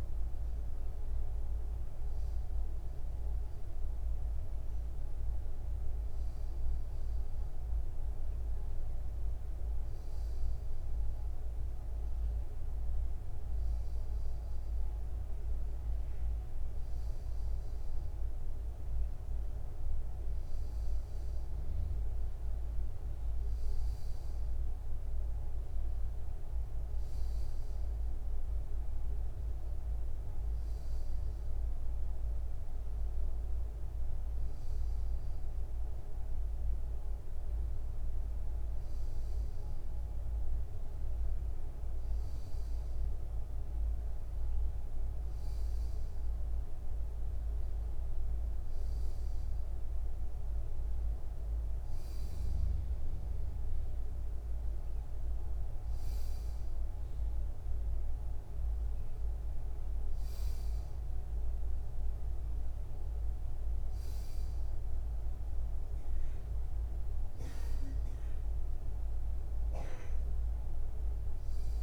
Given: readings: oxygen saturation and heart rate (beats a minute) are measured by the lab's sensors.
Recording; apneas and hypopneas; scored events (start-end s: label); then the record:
breathing in sleep, hard to hear, by a room microphone; none
52.00-71.83 s: new sleep stage, N2 (light sleep)
From the record:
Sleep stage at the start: N1 (lightest sleep); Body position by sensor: on the back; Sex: male